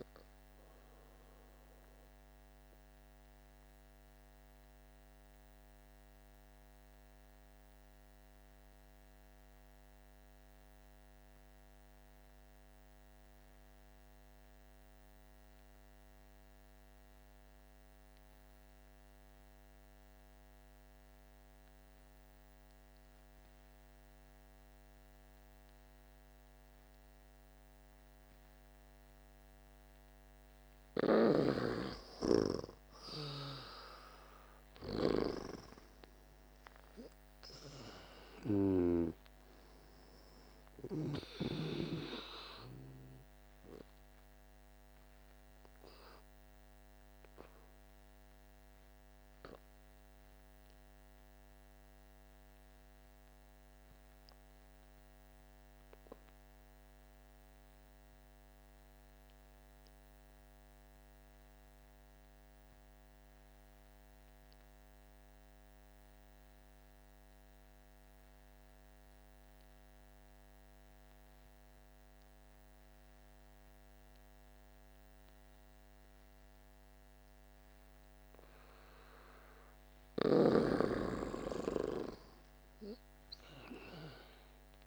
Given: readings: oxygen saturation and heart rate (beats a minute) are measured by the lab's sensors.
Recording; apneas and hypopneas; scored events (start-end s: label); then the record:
breathing in sleep by a microphone on the trachea; 2
0.00-12.50 s: oxygen desaturation (device-marked, oxygen 86% lowest, heart rate 48 extreme)
2.00-30.00 s: obstructive apnea (oxygen 98% before, 84% lowest, heart rate 55 before, 47 extreme, up 11 after)
26.50-63.50 s: oxygen desaturation (device-marked, oxygen 99% before, 84% lowest, heart rate 49 before, 47 extreme)
31.00-35.00 s: snoring (device-marked)
33.00-37.00 s: arousal
44.50-77.50 s: obstructive apnea (oxygen 99% before, 84% lowest, heart rate 55 before, 47 extreme, up 10 after)
81.00-84.87 s: arousal
81.50-84.87 s: oxygen desaturation (device-marked, oxygen 98% before, 88% lowest, heart rate 49 before, 48 extreme)
From the record:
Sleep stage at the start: N2 (light sleep); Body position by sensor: on the back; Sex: male